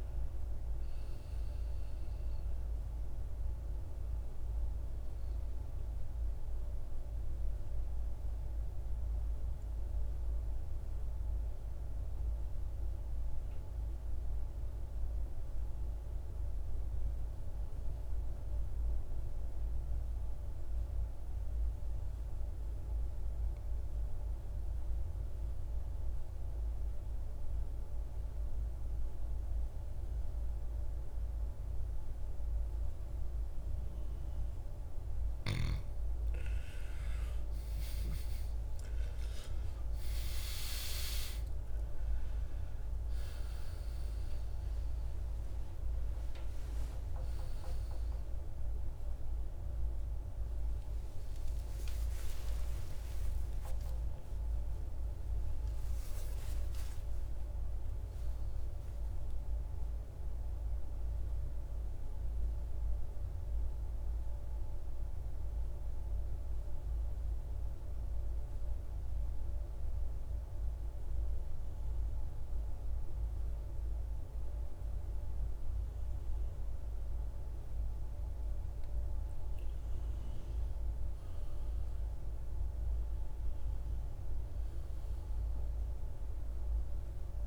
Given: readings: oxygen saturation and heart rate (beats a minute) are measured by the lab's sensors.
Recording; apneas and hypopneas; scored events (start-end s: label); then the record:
breathing in sleep, hard to hear, by a room microphone; 2
0.00-18.50 s: oxygen desaturation (device-marked, oxygen 89% lowest, heart rate 55 extreme)
12.00-35.00 s: obstructive apnea (oxygen 95% before, 83% lowest, heart rate 62 before, 56 extreme, up 15 after)
35.50-64.50 s: oxygen desaturation (device-marked, oxygen 97% before, 83% lowest, heart rate 60 before, 52 extreme)
36.50-40.50 s: arousal
63.00-77.50 s: central apnea (oxygen 96% before, 87% lowest, heart rate 77 before, 52 extreme, up 10 after)
79.50-83.50 s: arousal
85.50-87.47 s: oxygen desaturation (device-marked, oxygen 99% before, 92% lowest, heart rate 55 before, 56 extreme)
From the record:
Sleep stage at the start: N2 (light sleep); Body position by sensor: on the back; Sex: male